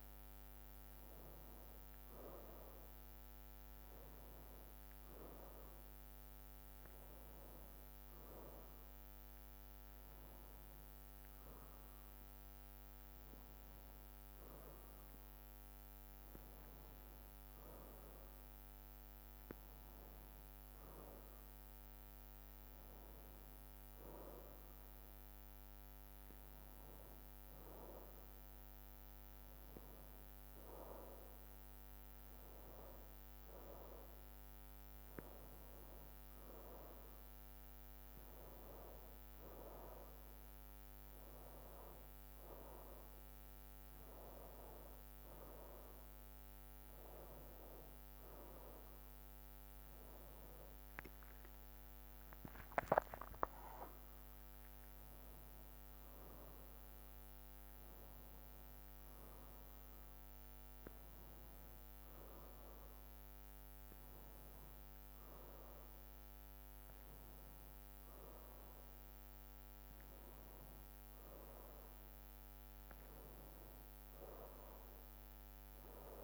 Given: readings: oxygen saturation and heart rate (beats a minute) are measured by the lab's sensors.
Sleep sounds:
a person awake in a sleep study, by a microphone on the trachea; none
70.00-73.00 s: bradycardia (device-marked, heart rate 57 before, 60 extreme)
From the record:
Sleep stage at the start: awake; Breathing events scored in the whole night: 153 in 4.2 hours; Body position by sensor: on the right side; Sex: male

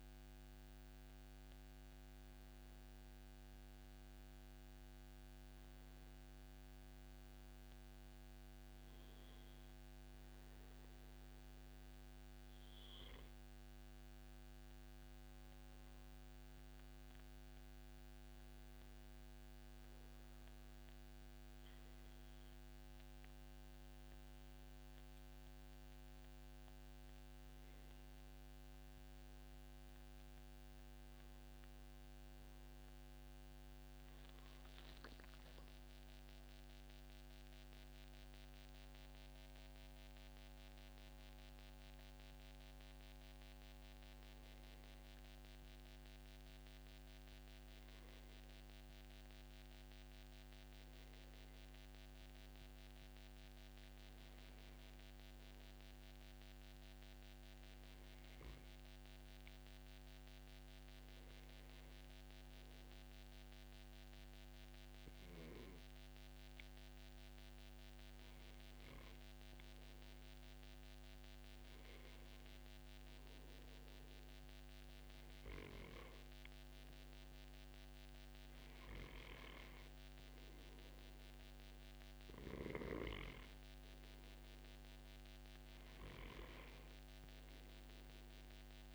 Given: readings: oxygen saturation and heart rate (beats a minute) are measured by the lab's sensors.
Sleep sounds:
breathing in sleep, hard to hear, by a microphone on the trachea; 1
17.50-30.50 s: hypopnea (oxygen 96% before, 94% lowest, heart rate 141 before, 145 extreme, up 1 after)
33.00-37.50 s: arousal
66.50-68.50 s: long interval between heartbeats (device-marked, heart rate 146 before, 125 extreme)
69.00-71.00 s: long interval between heartbeats (device-marked, heart rate 143 before, 108 extreme)
From the record:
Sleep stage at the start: N2 (light sleep); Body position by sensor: on the back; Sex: male

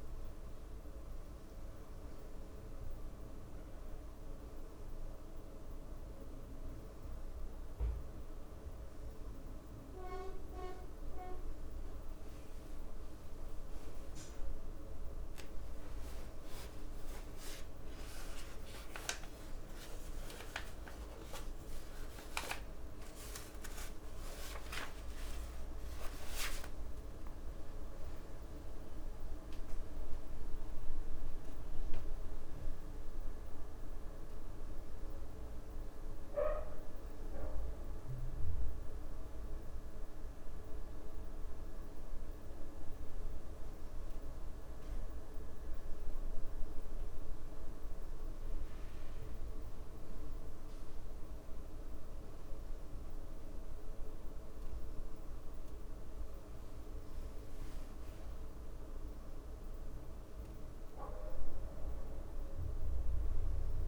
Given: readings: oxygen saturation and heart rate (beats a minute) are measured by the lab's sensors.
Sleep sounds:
breathing in sleep by a room microphone; none
0.00-1.00 s: leg movement (device-marked)
12.00-14.50 s: leg movement (device-marked)
21.00-24.00 s: leg movement (device-marked)
29.50-33.50 s: leg movement (device-marked)
55.50-58.00 s: leg movement (device-marked)
61.50-63.88 s: arousal
From the record:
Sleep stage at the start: N2 (light sleep); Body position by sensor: on the back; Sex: female

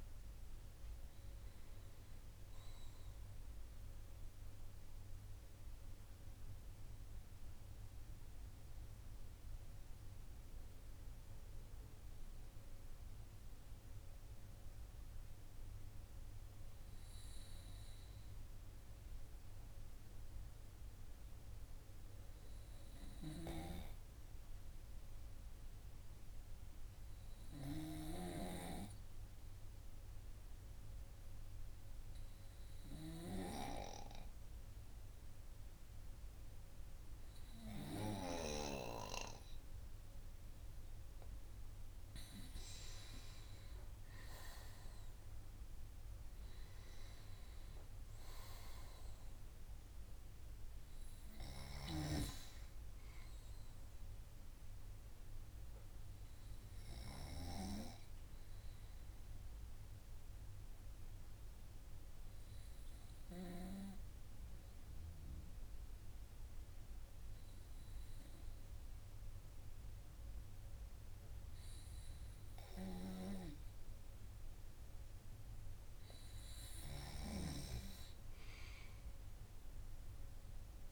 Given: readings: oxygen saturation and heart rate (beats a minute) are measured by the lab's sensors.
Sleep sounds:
breathing in sleep by a room microphone; 2
21.50-40.00 s: hypopnea (oxygen 100% before, 95% lowest, heart rate 50 before, 49 extreme, up 11 after)
41.00-44.00 s: arousal
59.00-74.00 s: hypopnea (oxygen 98% before, 95% lowest, heart rate 56 before, 49 extreme, up 5 after)
78.50-80.92 s: arousal
From the record:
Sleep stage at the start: N2 (light sleep); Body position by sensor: on the right side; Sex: male

